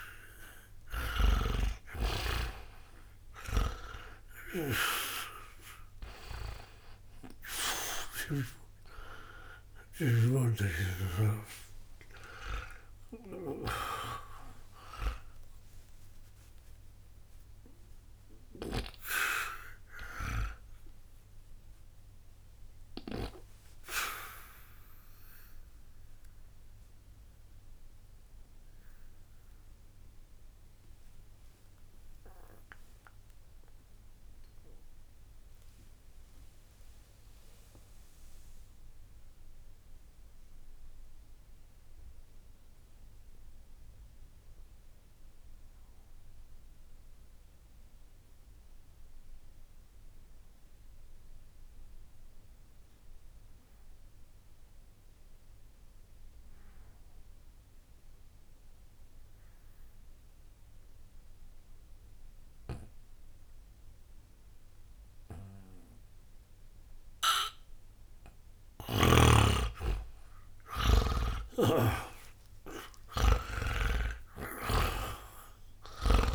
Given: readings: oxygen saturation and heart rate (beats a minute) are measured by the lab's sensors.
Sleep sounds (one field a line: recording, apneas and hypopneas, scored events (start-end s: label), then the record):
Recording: breathing in sleep by a room microphone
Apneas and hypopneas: 1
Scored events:
0.00-8.50 s: snoring (device-marked)
0.00-43.00 s: oxygen desaturation (device-marked, oxygen 76% lowest, heart rate 59 extreme)
20.00-22.00 s: bradycardia (device-marked, heart rate 70 before, 63 extreme)
20.00-23.50 s: arousal
25.50-68.00 s: obstructive apnea (oxygen 92% before, 76% lowest, heart rate 67 before, 60 extreme, up 30 after)
65.00-76.35 s: oxygen desaturation (device-marked, oxygen 98% before, 77% lowest, heart rate 60 before, 60 extreme)
68.50-74.50 s: snoring (device-marked)
70.00-74.50 s: arousal
From the record:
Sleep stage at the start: N2 (light sleep)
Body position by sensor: on the back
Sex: male